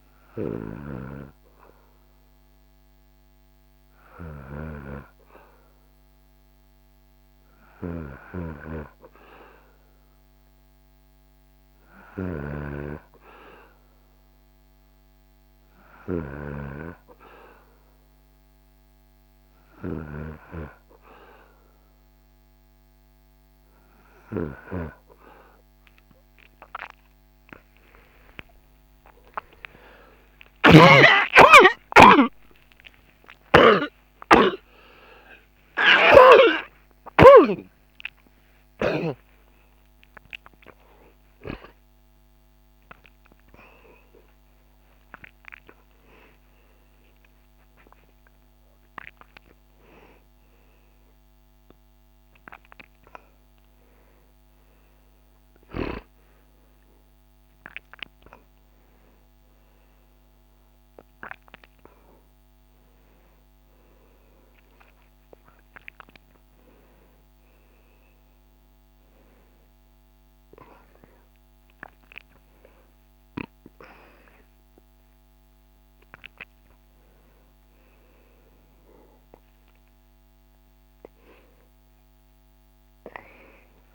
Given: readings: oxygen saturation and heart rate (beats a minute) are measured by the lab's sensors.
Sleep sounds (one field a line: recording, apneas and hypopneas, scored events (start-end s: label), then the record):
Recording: a person awake in a sleep study, by a microphone on the trachea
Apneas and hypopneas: none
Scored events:
0.00-23.50 s: snoring (device-marked)
24.50-83.95 s: new sleep stage, awake
32.00-35.50 s: snoring (device-marked)
From the record:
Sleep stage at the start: N2 (light sleep)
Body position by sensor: on the back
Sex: male